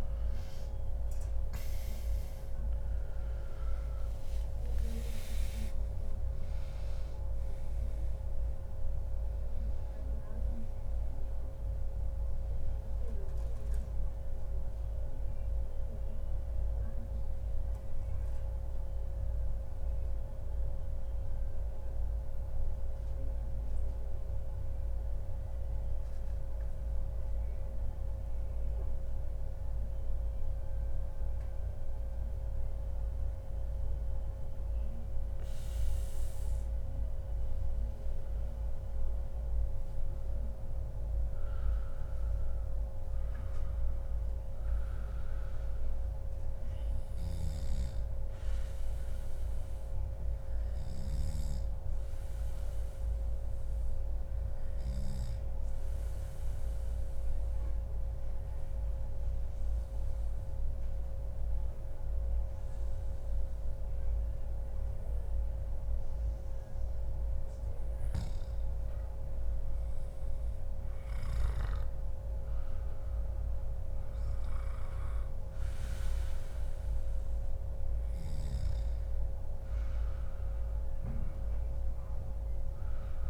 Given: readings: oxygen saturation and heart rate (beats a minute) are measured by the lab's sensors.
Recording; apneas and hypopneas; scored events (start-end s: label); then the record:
breathing in sleep, hard to hear, by a room microphone; 2
0.00-4.00 s: arousal
0.00-20.50 s: oxygen desaturation (device-marked, oxygen 92% lowest, heart rate 105 extreme)
21.00-36.50 s: obstructive apnea (oxygen 97% before, 92% lowest, heart rate 142 before, 105 extreme, up 43 after)
40.00-43.00 s: arousal
49.50-67.00 s: obstructive apnea (oxygen 98% before, 94% lowest, heart rate 135 before, 97 extreme, up 0 after)
69.00-73.00 s: arousal
72.00-74.00 s: long interval between heartbeats (device-marked, heart rate 144 before, 132 extreme)
78.00-80.00 s: long interval between heartbeats (device-marked, heart rate 136 before, 97 extreme)
From the record:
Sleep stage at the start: N2 (light sleep); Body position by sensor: on the back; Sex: male